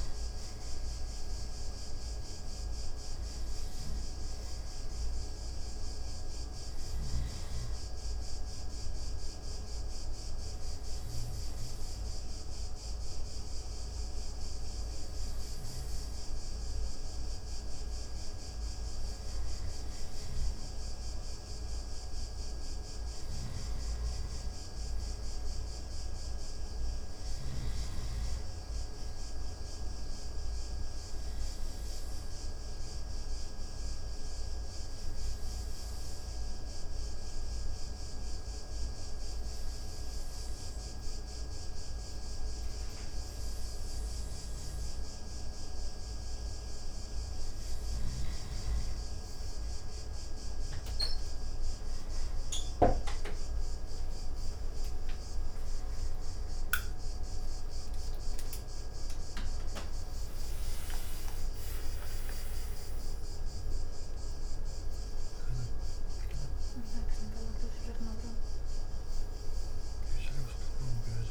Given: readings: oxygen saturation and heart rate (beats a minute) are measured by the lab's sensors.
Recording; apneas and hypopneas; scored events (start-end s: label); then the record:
breathing in sleep, hard to hear, by a room microphone; 2
3.00-20.00 s: oxygen desaturation (device-marked, oxygen 95% before, 91% lowest)
6.50-11.50 s: snoring (device-marked)
8.00-20.50 s: obstructive apnea (oxygen 95% before, 91% lowest)
23.00-26.00 s: arousal
23.00-27.50 s: snoring (device-marked)
33.00-46.50 s: obstructive apnea (oxygen 95% before, 92% lowest)
61.00-71.31 s: new sleep stage, awake
From the record:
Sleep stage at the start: N2 (light sleep); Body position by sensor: on the right side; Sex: male